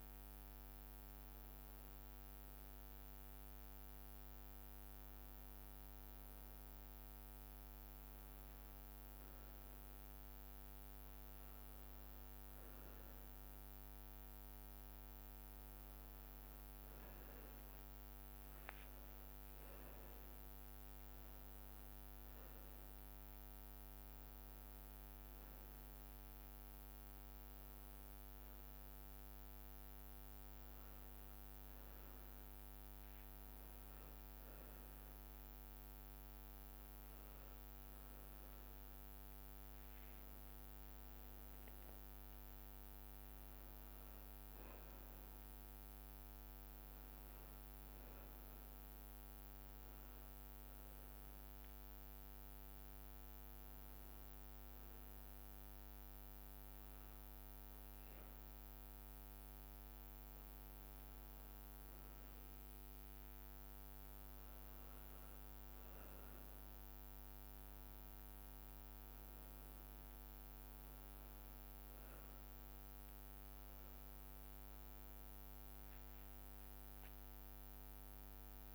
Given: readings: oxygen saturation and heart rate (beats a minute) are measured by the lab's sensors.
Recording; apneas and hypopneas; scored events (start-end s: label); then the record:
breathing in sleep, hard to hear, by a microphone on the trachea; 2
0.50-12.00 s: hypopnea (oxygen 98% before, 96% lowest)
15.00-19.50 s: arousal
40.50-44.00 s: arousal
45.50-57.00 s: hypopnea (oxygen 97% before, 96% lowest)
59.50-64.00 s: arousal
From the record:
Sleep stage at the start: N1 (lightest sleep); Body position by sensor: on the back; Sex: male